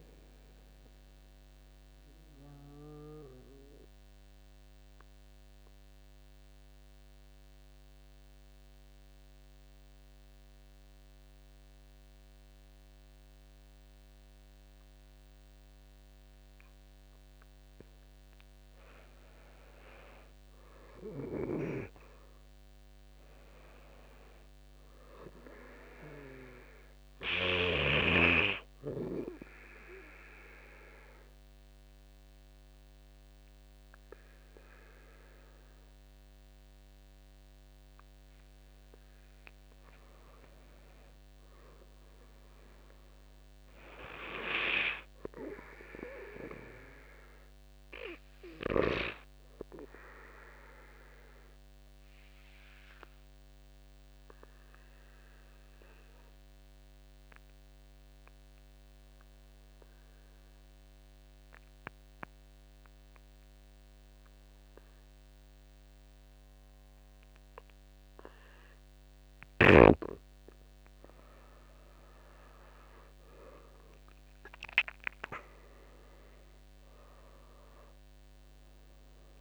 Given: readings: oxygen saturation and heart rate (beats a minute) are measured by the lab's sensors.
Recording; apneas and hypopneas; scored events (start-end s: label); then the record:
breathing in sleep by a microphone on the trachea; 3
0.00-5.50 s: drop in pulse transit time (device-marked, heart rate 43 extreme)
0.00-10.50 s: oxygen desaturation (device-marked, oxygen 90% lowest, heart rate 43 extreme)
1.00-17.00 s: mixed apnea (oxygen 97% before, 89% lowest, heart rate 59 before, 44 extreme, up 11 after)
18.50-21.50 s: arousal
25.50-47.50 s: oxygen desaturation (device-marked, oxygen 99% before, 89% lowest, heart rate 49 before, 48 extreme)
28.50-39.50 s: obstructive apnea (oxygen 99% before, 87% lowest, heart rate 51 before, 48 extreme, up 13 after)
41.50-44.50 s: arousal
51.00-68.00 s: obstructive apnea (oxygen 99% before, 86% lowest, heart rate 55 before, 48 extreme, up 22 after)
68.50-79.41 s: oxygen desaturation (device-marked, oxygen 98% before, 87% lowest, heart rate 50 before, 49 extreme)
71.00-75.00 s: arousal
74.50-79.41 s: drop in pulse transit time (device-marked, heart rate 53 before, 54 extreme)
From the record:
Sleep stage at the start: N2 (light sleep); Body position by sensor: on the back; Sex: male